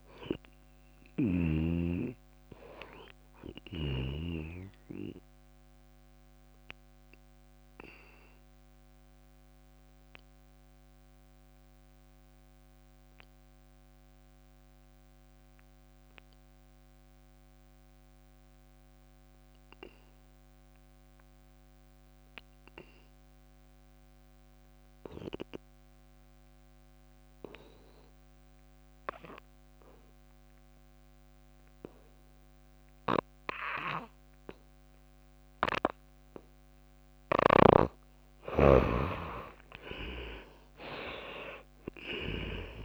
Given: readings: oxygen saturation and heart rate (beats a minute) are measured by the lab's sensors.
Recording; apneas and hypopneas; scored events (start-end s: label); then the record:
breathing in sleep by a microphone on the trachea; 1
0.00-1.50 s: snoring (device-marked)
0.00-11.00 s: oxygen desaturation (device-marked, oxygen 79% lowest, heart rate 55 extreme)
7.00-37.00 s: obstructive apnea (oxygen 98% before, 74% lowest, heart rate 65 before, 55 extreme)
30.00-42.85 s: oxygen desaturation (device-marked, oxygen 98% before, 74% lowest, heart rate 61 before, 55 extreme)
37.00-42.85 s: tachycardia (device-marked, heart rate 64 before, 131 extreme)
38.50-42.50 s: arousal
41.50-42.85 s: long interval between heartbeats (device-marked, heart rate 68 before, 127 extreme)
From the record:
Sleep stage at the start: N2 (light sleep); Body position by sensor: on the back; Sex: female